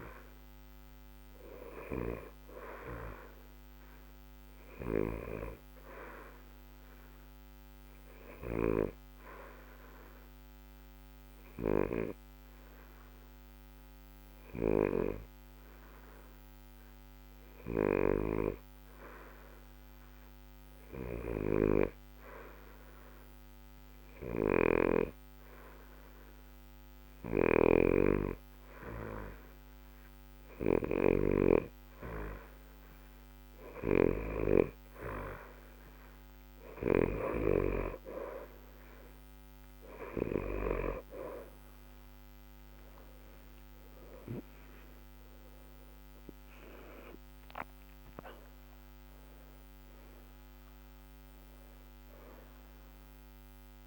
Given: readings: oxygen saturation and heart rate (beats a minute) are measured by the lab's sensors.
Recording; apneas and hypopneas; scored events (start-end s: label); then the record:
breathing in sleep by a microphone on the trachea; 1
6.00-31.50 s: obstructive apnea (oxygen 90% before, 87% lowest, heart rate 60 before, 60 extreme, up 0 after)
42.00-47.50 s: arousal
42.00-53.00 s: oxygen desaturation (device-marked, oxygen 90% before, 87% lowest, heart rate 60 before, 60 extreme)
From the record:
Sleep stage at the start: N2 (light sleep); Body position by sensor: on the back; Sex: male